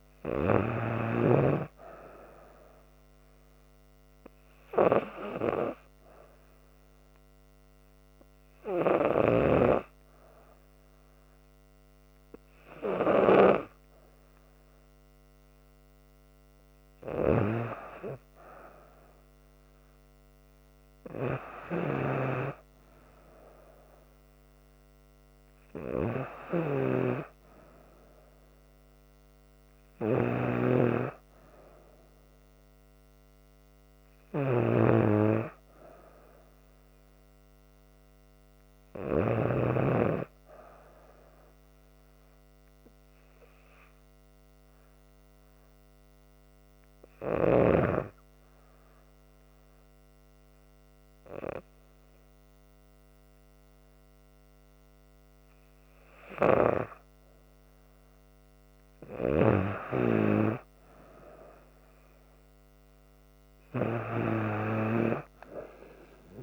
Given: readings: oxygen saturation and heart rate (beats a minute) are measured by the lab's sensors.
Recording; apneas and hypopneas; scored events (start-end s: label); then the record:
breathing in sleep by a microphone on the trachea; 2
0.00-1.50 s: snoring (device-marked)
3.50-16.00 s: hypopnea (oxygen 96% before, 93% lowest, heart rate 71 before, 69 extreme, up 5 after)
18.00-22.00 s: arousal
30.00-39.50 s: snoring (device-marked)
41.50-55.00 s: hypopnea (oxygen 96% before, 93% lowest, heart rate 73 before, 71 extreme, up 0 after)
58.50-66.43 s: oxygen desaturation (device-marked, oxygen 96% before, 93% lowest, heart rate 72 before, 69 extreme)
59.50-64.00 s: arousal
From the record:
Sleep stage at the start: N2 (light sleep); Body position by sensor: on the back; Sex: female